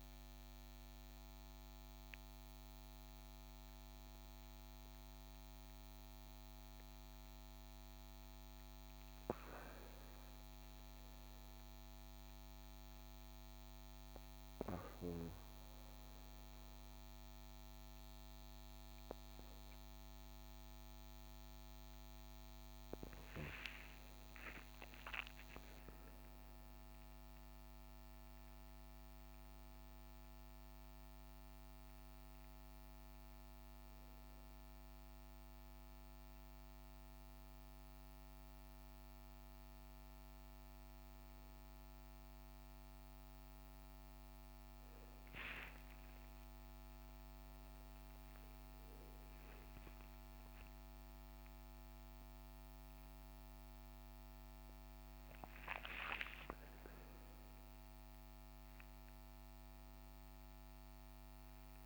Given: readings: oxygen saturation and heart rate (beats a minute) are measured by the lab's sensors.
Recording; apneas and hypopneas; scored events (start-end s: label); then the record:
a person awake in a sleep study, by a microphone on the trachea; none
none scored
From the record:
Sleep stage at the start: awake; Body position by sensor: on the back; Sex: male